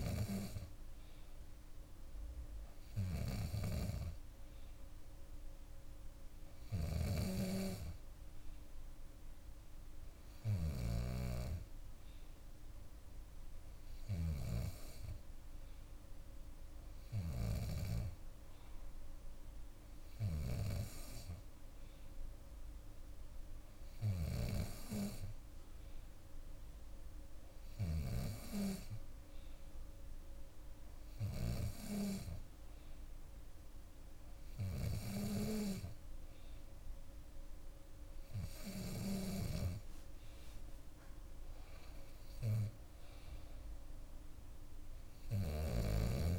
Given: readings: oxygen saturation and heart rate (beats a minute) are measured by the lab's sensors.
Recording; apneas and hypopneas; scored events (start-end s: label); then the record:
breathing in sleep by a room microphone; none
6.50-11.00 s: snoring (device-marked)
33.00-46.39 s: new sleep stage, N3 (deep sleep)
39.50-41.50 s: long interval between heartbeats (device-marked, heart rate 66 before, 76 extreme)
45.00-46.39 s: bradycardia (device-marked, heart rate 64 before, 56 extreme)
From the record:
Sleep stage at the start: N2 (light sleep); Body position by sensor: on the back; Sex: female